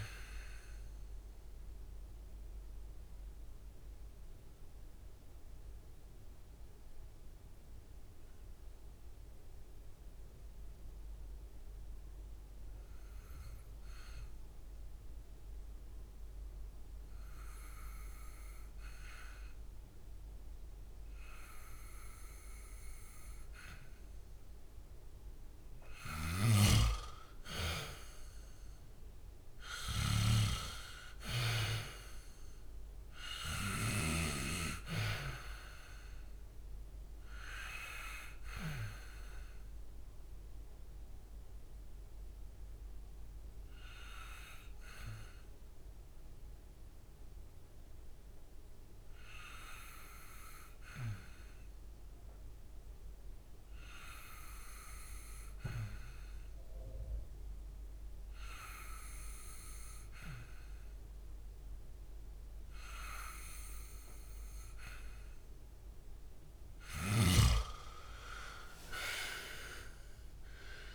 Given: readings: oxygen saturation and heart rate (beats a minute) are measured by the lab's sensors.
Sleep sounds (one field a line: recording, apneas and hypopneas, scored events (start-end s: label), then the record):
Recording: breathing in sleep by a room microphone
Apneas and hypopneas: 2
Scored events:
0.00-22.00 s: oxygen desaturation (device-marked, oxygen 89% lowest, heart rate 63 extreme)
1.00-25.50 s: obstructive apnea (oxygen 99% before, 89% lowest, heart rate 69 before, 63 extreme, up 8 after)
26.00-30.00 s: snoring (device-marked)
27.50-31.50 s: arousal
30.00-60.00 s: oxygen desaturation (device-marked, oxygen 98% before, 89% lowest, heart rate 67 before, 66 extreme)
39.50-65.00 s: obstructive apnea (oxygen 98% before, 89% lowest, heart rate 71 before, 65 extreme, up 5 after)
67.00-70.95 s: arousal
From the record:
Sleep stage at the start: N2 (light sleep)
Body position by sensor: on the back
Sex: male